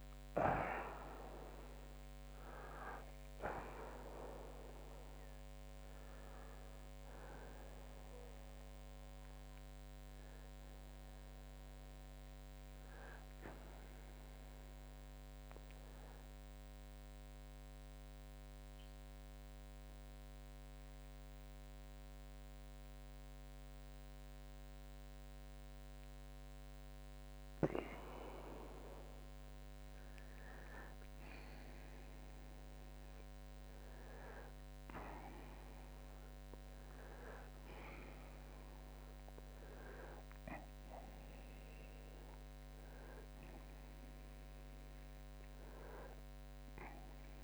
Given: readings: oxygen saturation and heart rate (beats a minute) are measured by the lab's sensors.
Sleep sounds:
breathing in sleep by a microphone on the trachea; 1
0.00-3.00 s: arousal
18.00-29.00 s: central apnea (oxygen 91% before, 89% lowest, heart rate 97 before, 69 extreme, up 19 after)
30.50-34.00 s: arousal
From the record:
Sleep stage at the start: N2 (light sleep); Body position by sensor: on the back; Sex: male

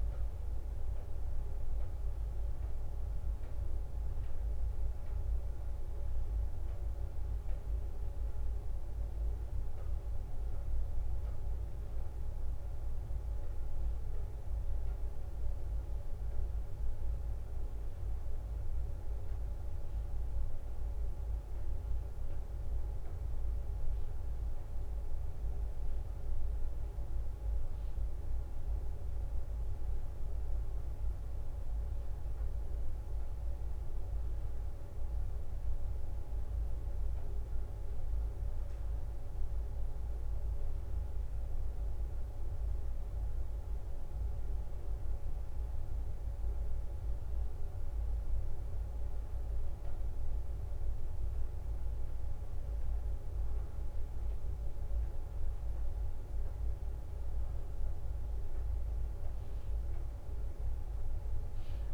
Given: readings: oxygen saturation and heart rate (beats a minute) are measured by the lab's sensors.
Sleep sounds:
a person awake in a sleep study, hard to hear, by a room microphone; none
0.00-6.00 s: leg movement (device-marked)
6.50-11.00 s: leg movement (device-marked)
8.00-10.00 s: bradycardia (device-marked, heart rate 65 before, 62 extreme)
13.00-18.50 s: leg movement (device-marked)
21.50-28.50 s: leg movement (device-marked)
32.00-38.50 s: leg movement (device-marked)
41.00-47.00 s: leg movement (device-marked)
49.00-54.50 s: leg movement (device-marked)
57.50-61.94 s: leg movement (device-marked)
From the record:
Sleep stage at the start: awake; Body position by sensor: on the back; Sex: female

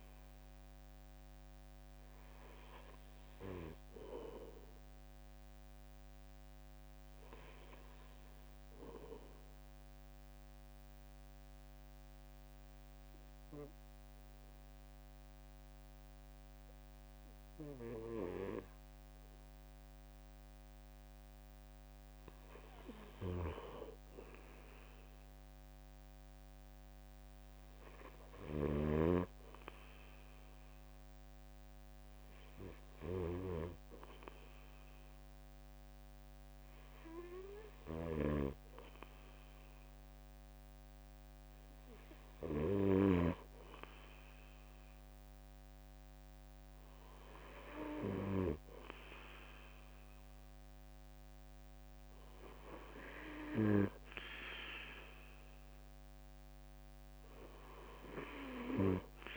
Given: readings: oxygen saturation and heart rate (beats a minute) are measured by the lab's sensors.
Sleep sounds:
breathing in sleep by a microphone on the trachea; 1
2.50-5.50 s: arousal
11.00-23.00 s: obstructive apnea (oxygen 98% before, 89% lowest, heart rate 66 before, 63 extreme, up 6 after)
22.50-50.50 s: oxygen desaturation (device-marked, oxygen 97% before, 89% lowest, heart rate 64 before, 64 extreme)
24.50-27.00 s: arousal
55.00-59.00 s: arousal
From the record:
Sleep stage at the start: N2 (light sleep); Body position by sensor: on the right side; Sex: male

